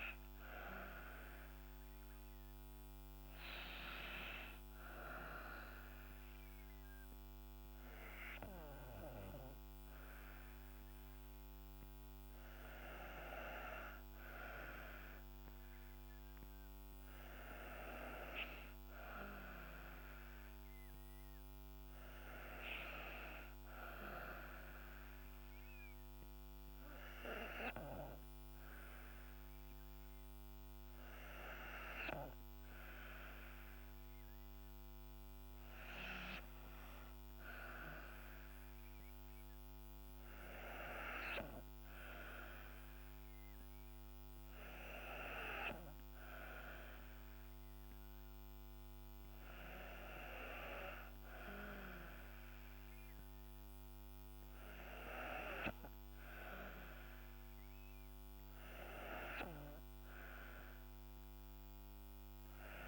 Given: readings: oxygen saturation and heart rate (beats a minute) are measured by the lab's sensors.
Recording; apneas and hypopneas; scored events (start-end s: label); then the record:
breathing in sleep by a microphone on the trachea; 1
2.00-9.00 s: oxygen desaturation (device-marked, oxygen 94% before, 91% lowest, heart rate 67 before, 64 extreme)
5.00-7.50 s: arousal
24.50-35.00 s: hypopnea (oxygen 94% before, 92% lowest, heart rate 66 before, 63 extreme)
35.50-38.50 s: arousal
From the record:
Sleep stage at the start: N2 (light sleep); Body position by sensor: on the back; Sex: female